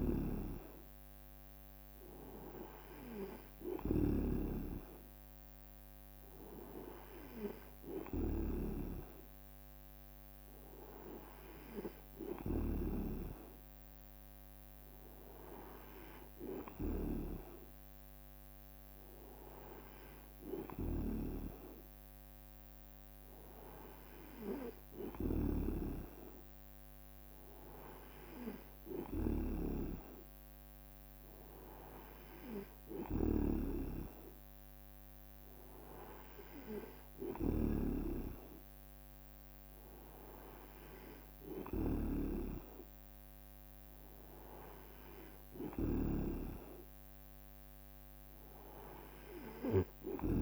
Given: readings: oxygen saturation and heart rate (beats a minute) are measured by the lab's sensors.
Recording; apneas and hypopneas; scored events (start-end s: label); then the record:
breathing in sleep by a microphone on the trachea; none
0.00-1.00 s: snoring (device-marked)
8.50-17.50 s: snoring (device-marked)
12.50-14.00 s: leg movement (device-marked)
25.50-38.00 s: snoring (device-marked)
From the record:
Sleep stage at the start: N2 (light sleep); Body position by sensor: on the right side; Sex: male